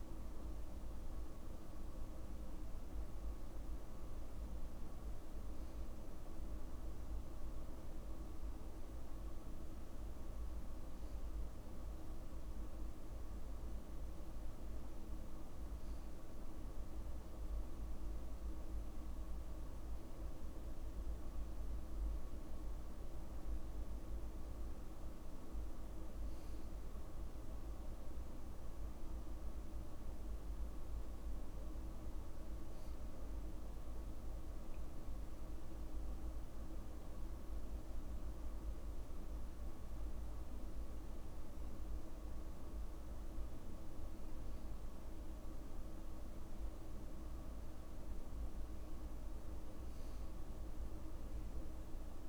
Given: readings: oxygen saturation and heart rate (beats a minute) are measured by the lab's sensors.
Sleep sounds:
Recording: breathing in sleep, hard to hear, by a room microphone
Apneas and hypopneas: none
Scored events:
none scored
From the record:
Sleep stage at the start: N2 (light sleep)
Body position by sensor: on the back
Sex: male

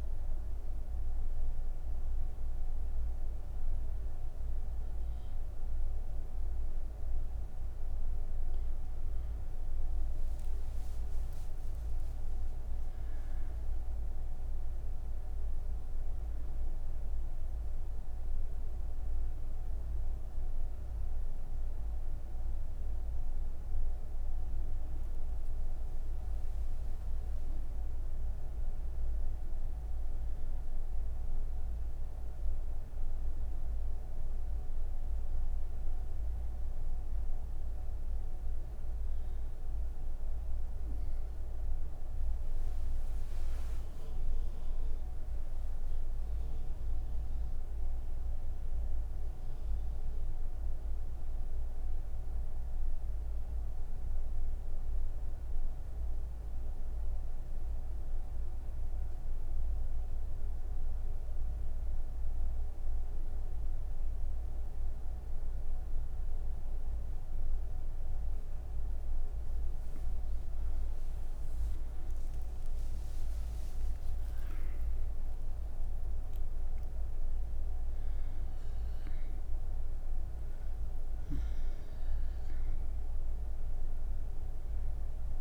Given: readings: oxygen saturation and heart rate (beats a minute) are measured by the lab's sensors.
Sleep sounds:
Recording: breathing in sleep, hard to hear, by a room microphone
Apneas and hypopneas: 1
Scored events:
54.50-70.00 s: mixed apnea (oxygen 98% before, 91% lowest)
From the record:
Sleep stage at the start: N3 (deep sleep)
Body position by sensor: on the right side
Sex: female

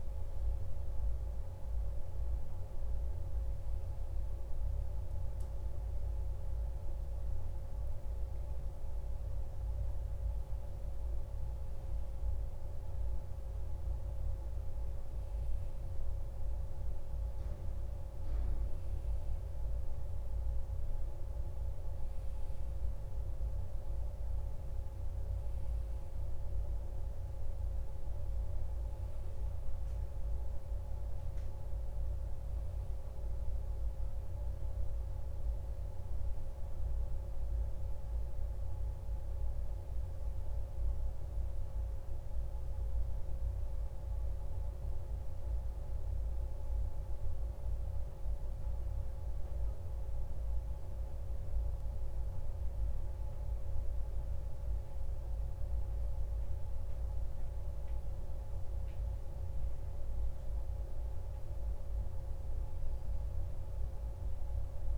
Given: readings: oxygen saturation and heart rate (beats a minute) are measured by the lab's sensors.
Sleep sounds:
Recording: breathing in sleep, hard to hear, by a room microphone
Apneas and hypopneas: none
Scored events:
none scored
From the record:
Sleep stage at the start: N1 (lightest sleep)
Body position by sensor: on the back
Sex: male

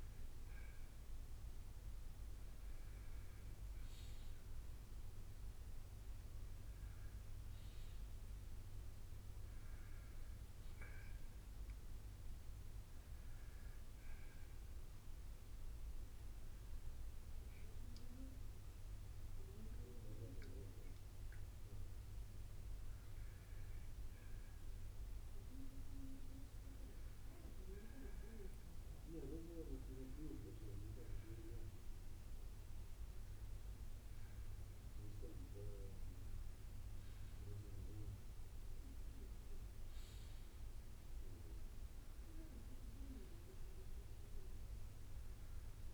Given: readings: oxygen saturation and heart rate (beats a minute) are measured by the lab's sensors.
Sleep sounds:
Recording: breathing in sleep by a room microphone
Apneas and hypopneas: none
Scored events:
none scored
From the record:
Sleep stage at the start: N1 (lightest sleep)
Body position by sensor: on the right side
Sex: male

